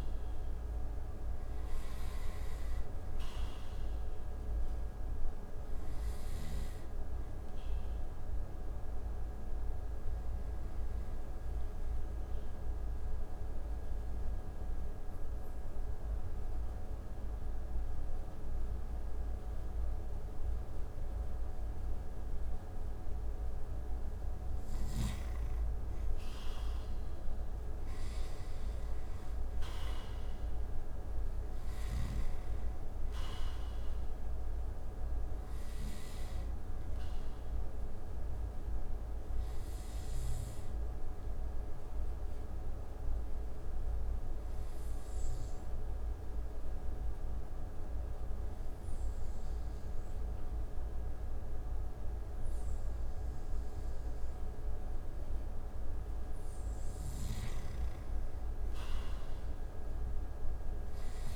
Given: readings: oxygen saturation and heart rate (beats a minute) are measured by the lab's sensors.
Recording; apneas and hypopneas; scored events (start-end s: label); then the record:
breathing in sleep, hard to hear, by a room microphone; 2
11.50-23.00 s: obstructive apnea (oxygen 93% before, 88% lowest)
25.50-29.00 s: arousal
37.00-53.00 s: obstructive apnea (oxygen 95% before, 88% lowest)
38.00-52.00 s: oxygen desaturation (device-marked, oxygen 95% before, 88% lowest)
55.50-61.00 s: arousal
56.50-61.35 s: snoring (device-marked)
From the record:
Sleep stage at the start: N2 (light sleep); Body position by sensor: on the right side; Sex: male